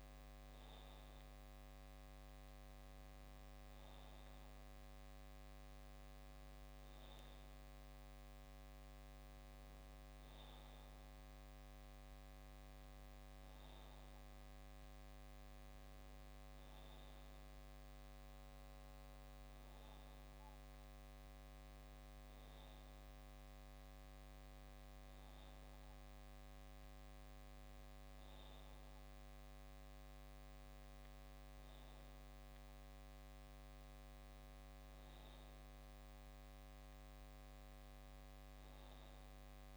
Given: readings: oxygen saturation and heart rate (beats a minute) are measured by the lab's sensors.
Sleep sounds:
breathing in sleep, hard to hear, by a microphone on the trachea; none
none scored
From the record:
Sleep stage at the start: N2 (light sleep); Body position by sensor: on the back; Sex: male

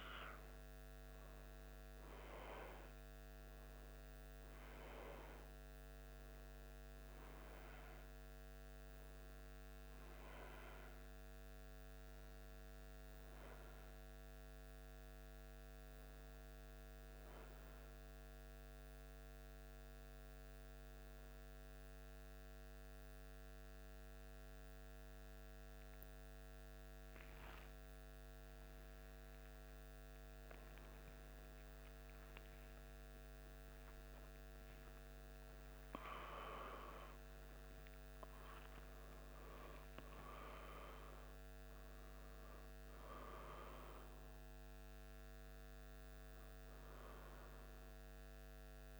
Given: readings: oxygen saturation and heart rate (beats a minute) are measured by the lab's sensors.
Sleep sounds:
a person partly awake in a sleep study, by a microphone on the trachea; none
24.50-48.99 s: new sleep stage, awake
From the record:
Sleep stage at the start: N1 (lightest sleep); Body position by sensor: on the back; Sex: male

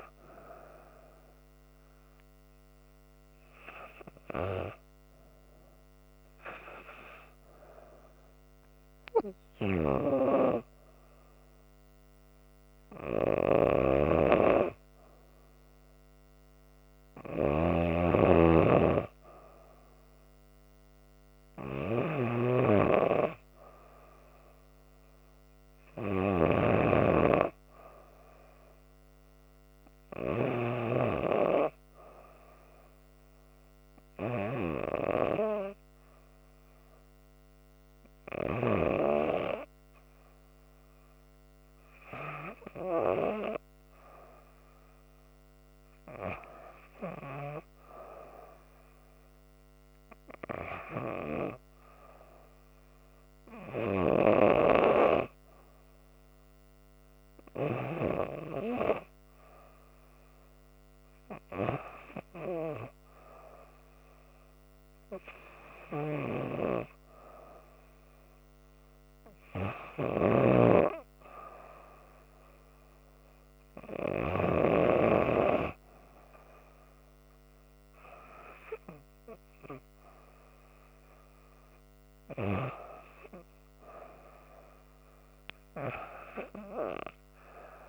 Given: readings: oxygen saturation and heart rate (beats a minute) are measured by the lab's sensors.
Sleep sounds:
breathing in sleep by a microphone on the trachea; none
13.50-26.50 s: snoring (device-marked)
70.00-75.00 s: snoring (device-marked)
From the record:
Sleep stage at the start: REM sleep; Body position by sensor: on the back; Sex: female

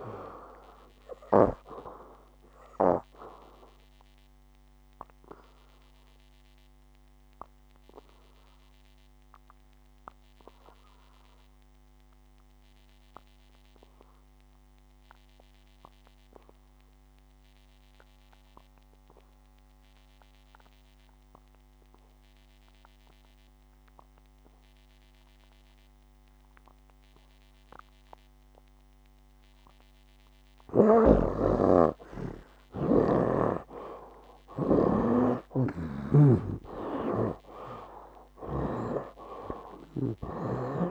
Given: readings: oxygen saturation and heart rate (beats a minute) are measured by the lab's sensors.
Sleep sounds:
breathing in sleep by a microphone on the trachea; 1
0.00-1.00 s: arousal
0.00-25.50 s: oxygen desaturation (device-marked, oxygen 68% lowest, heart rate 58 extreme)
4.00-30.50 s: obstructive apnea (oxygen 97% before, 68% lowest, heart rate 66 before, 58 extreme, up 14 after)
27.50-40.90 s: oxygen desaturation (device-marked, oxygen 96% before, 69% lowest, heart rate 62 before, 57 extreme)
31.00-39.00 s: snoring (device-marked)
35.50-40.50 s: arousal
From the record:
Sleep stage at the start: N2 (light sleep); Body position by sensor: on the back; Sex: male

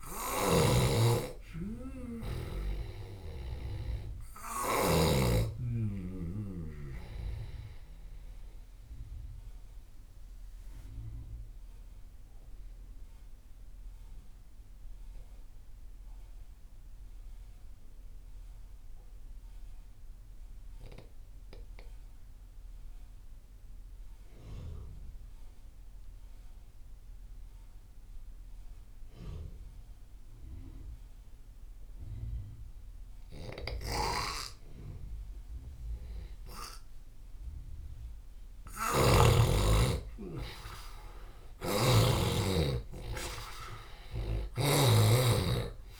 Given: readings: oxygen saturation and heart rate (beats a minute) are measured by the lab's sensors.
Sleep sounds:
breathing in sleep by a room microphone; 1
0.00-18.50 s: oxygen desaturation (device-marked, oxygen 88% lowest)
1.00-5.00 s: snoring (device-marked)
8.00-37.50 s: obstructive apnea (oxygen 97% before, 88% lowest)
33.50-39.00 s: snoring (device-marked)
37.50-46.00 s: oxygen desaturation (device-marked, oxygen 98% before, 88% lowest)
40.50-44.00 s: arousal
41.00-46.00 s: snoring (device-marked)
From the record:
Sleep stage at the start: N2 (light sleep); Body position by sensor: on the left side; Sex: male

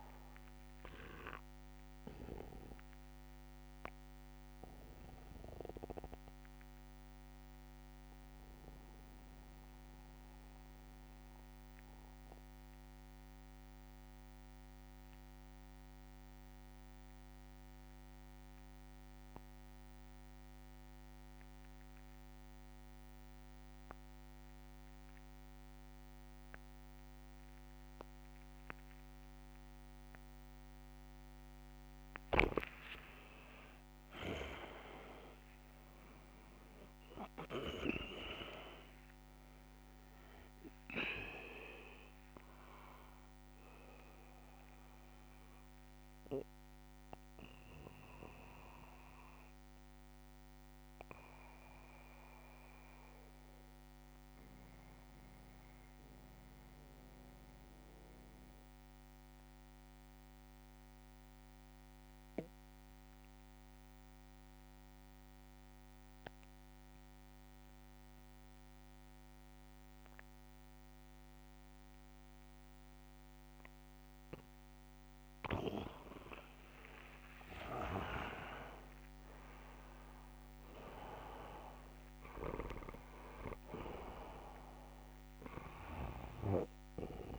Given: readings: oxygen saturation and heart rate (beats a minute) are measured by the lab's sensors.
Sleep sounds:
breathing in sleep by a microphone on the trachea; 2
0.00-11.00 s: oxygen desaturation (device-marked, oxygen 85% lowest)
0.50-31.00 s: mixed apnea (oxygen 99% before, 85% lowest)
30.00-58.00 s: oxygen desaturation (device-marked, oxygen 98% before, 87% lowest)
32.00-36.50 s: arousal
45.00-75.50 s: mixed apnea (oxygen 99% before, 86% lowest)
73.00-87.39 s: oxygen desaturation (device-marked, oxygen 98% before, 86% lowest)
77.00-80.50 s: arousal
From the record:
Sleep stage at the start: N2 (light sleep); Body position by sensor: on the back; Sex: male

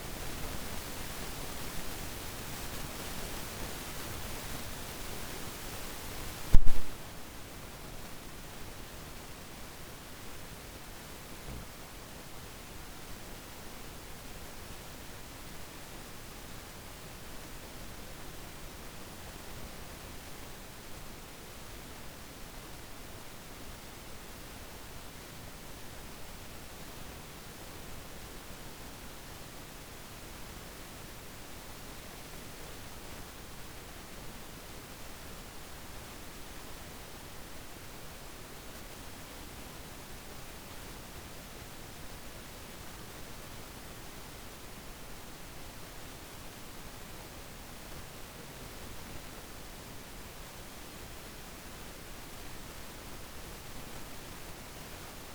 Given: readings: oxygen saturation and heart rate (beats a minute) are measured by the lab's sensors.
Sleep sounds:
breathing in sleep, hard to hear, by a microphone on the trachea; 1
0.00-4.00 s: arousal
17.50-42.00 s: obstructive apnea (oxygen 95% before, 93% lowest, heart rate 54 before, 50 extreme, up 3 after)
From the record:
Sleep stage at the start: N2 (light sleep); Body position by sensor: on the back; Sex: male

